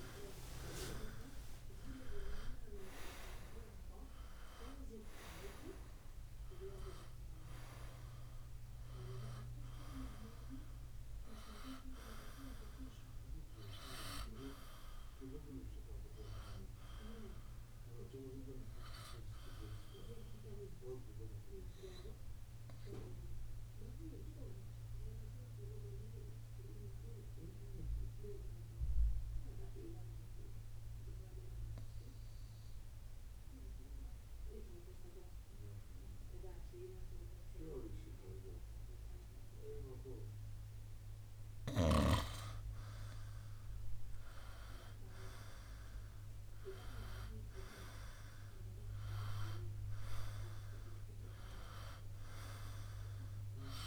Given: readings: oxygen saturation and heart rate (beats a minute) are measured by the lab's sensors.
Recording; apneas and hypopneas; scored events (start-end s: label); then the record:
breathing in sleep by a room microphone; 1
0.00-1.50 s: arousal
22.00-41.00 s: obstructive apnea (oxygen 96% before, 91% lowest, heart rate 63 before, 56 extreme, up 5 after)
24.00-36.00 s: oxygen desaturation (device-marked, oxygen 96% before, 92% lowest, heart rate 61 before, 56 extreme)
41.50-45.50 s: arousal
From the record:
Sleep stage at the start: N2 (light sleep); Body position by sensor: on the right side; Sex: male